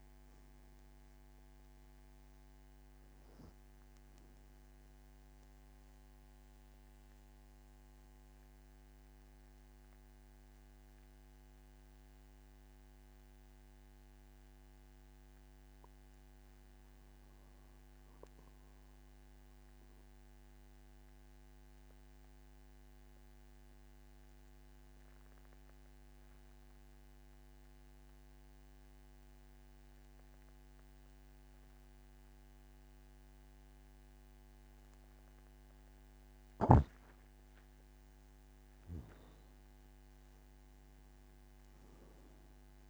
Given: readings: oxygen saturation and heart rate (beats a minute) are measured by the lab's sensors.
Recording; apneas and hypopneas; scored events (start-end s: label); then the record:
breathing in sleep, hard to hear, by a microphone on the trachea; 1
0.00-20.00 s: oxygen desaturation (device-marked, oxygen 87% lowest, heart rate 46 extreme)
19.50-36.00 s: mixed apnea (oxygen 97% before, 93% lowest, heart rate 50 before, 48 extreme, up 16 after)
38.50-42.90 s: arousal
39.00-42.90 s: oxygen desaturation (device-marked, oxygen 99% before, 93% lowest, heart rate 51 before, 45 extreme)
From the record:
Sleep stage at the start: N2 (light sleep); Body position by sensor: on the back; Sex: male